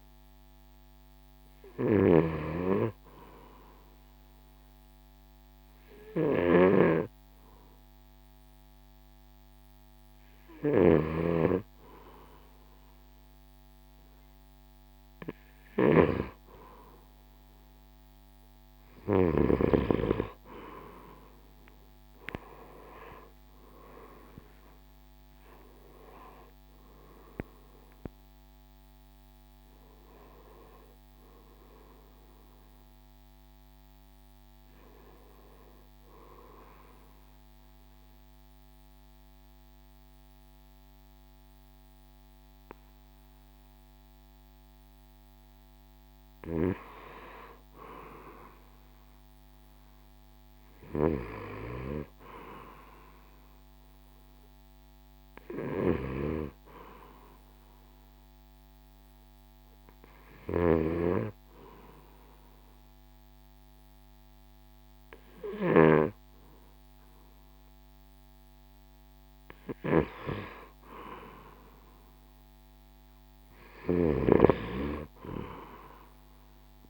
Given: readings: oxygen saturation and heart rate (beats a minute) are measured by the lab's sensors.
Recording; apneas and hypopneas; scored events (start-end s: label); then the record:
breathing in sleep by a microphone on the trachea; 2
1.50-13.50 s: oxygen desaturation (device-marked, oxygen 96% before, 92% lowest, heart rate 64 before, 63 extreme)
2.00-20.00 s: snoring (device-marked)
24.50-38.50 s: drop in pulse transit time (device-marked, heart rate 66 before, 73 extreme)
25.50-29.50 s: arousal
37.50-47.50 s: mixed apnea (oxygen 94% before, 90% lowest, heart rate 73 before, 62 extreme, up 6 after)
49.50-52.50 s: arousal
56.50-66.50 s: oxygen desaturation (device-marked, oxygen 97% before, 91% lowest, heart rate 68 before, 62 extreme)
59.50-70.50 s: hypopnea (oxygen 97% before, 90% lowest, heart rate 67 before, 62 extreme, up 5 after)
60.50-66.00 s: snoring (device-marked)
72.50-76.00 s: arousal
74.00-76.90 s: snoring (device-marked)
From the record:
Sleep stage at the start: N2 (light sleep); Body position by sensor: on the right side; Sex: male